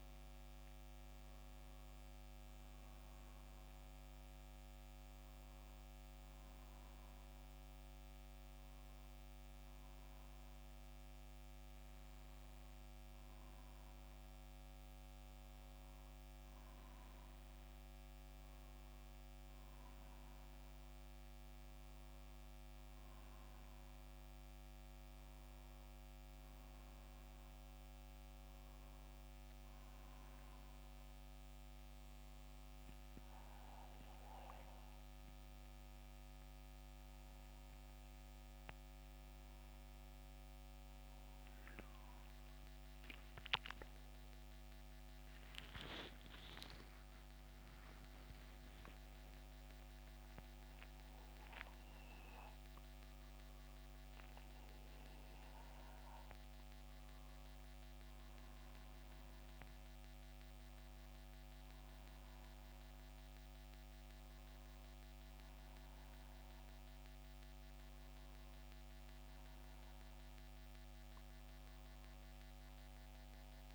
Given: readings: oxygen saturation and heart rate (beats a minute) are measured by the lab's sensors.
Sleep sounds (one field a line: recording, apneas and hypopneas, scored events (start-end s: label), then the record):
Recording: breathing in sleep, hard to hear, by a microphone on the trachea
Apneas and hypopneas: none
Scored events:
42.00-45.50 s: arousal
From the record:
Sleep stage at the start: N1 (lightest sleep)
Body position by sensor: on the back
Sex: male